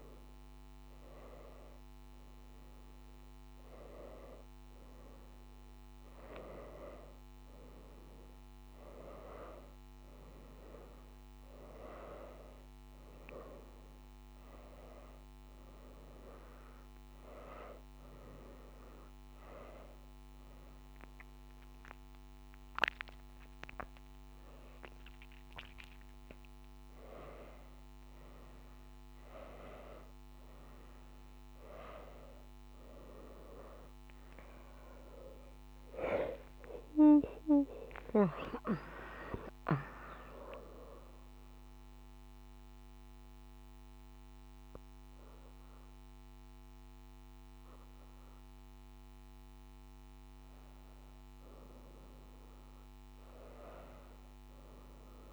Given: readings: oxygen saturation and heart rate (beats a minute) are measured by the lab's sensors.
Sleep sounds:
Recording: a person awake in a sleep study, by a microphone on the trachea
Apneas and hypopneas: none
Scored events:
6.50-23.50 s: oxygen desaturation (device-marked, oxygen 97% before, 93% lowest, heart rate 96 before, 95 extreme)
33.50-40.50 s: oxygen desaturation (device-marked, oxygen 95% before, 91% lowest, heart rate 96 before, 94 extreme)
From the record:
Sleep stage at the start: awake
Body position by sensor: on the right side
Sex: female

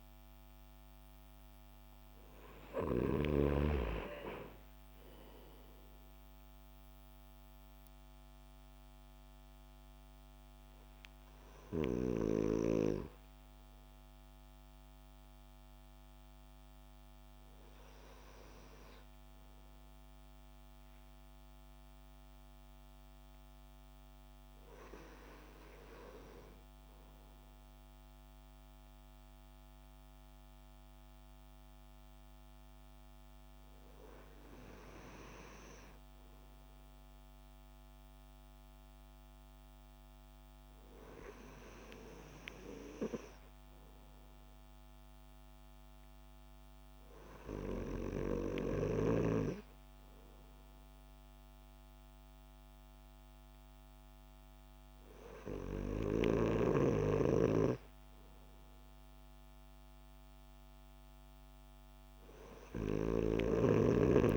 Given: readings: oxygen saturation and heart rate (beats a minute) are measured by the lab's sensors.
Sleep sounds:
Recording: breathing in sleep by a microphone on the trachea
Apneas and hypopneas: none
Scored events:
none scored
From the record:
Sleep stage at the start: N2 (light sleep)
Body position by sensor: on the back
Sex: male

